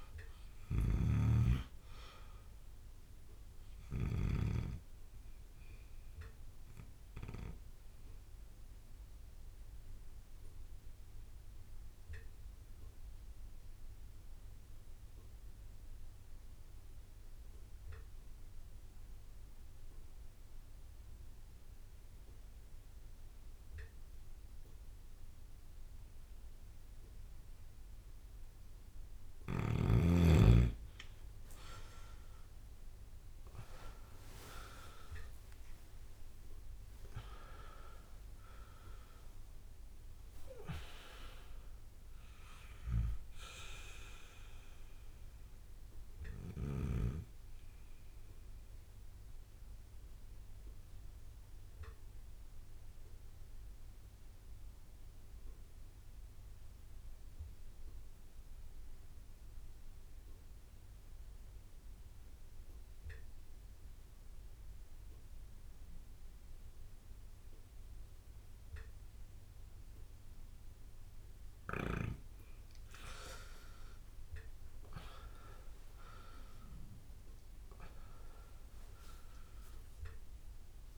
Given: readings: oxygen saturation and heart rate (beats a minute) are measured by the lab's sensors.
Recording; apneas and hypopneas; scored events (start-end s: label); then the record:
breathing in sleep by a room microphone; 2
0.00-17.50 s: oxygen desaturation (device-marked, oxygen 92% lowest)
0.50-4.50 s: snoring (device-marked)
5.50-29.00 s: obstructive apnea (oxygen 98% before, 89% lowest)
26.50-60.50 s: oxygen desaturation (device-marked, oxygen 99% before, 89% lowest)
28.50-39.50 s: drop in pulse transit time (device-marked)
32.50-37.50 s: arousal
34.50-36.50 s: long interval between heartbeats (device-marked)
37.00-39.00 s: long interval between heartbeats (device-marked)
40.50-75.50 s: bradycardia (device-marked)
46.00-71.50 s: obstructive apnea (oxygen 99% before, 89% lowest, heart rate 56 before, 49 extreme, up 8 after)
73.50-80.98 s: oxygen desaturation (device-marked, oxygen 99% before, 90% lowest)
74.00-79.50 s: arousal
From the record:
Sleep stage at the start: N2 (light sleep); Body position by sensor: on the back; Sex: male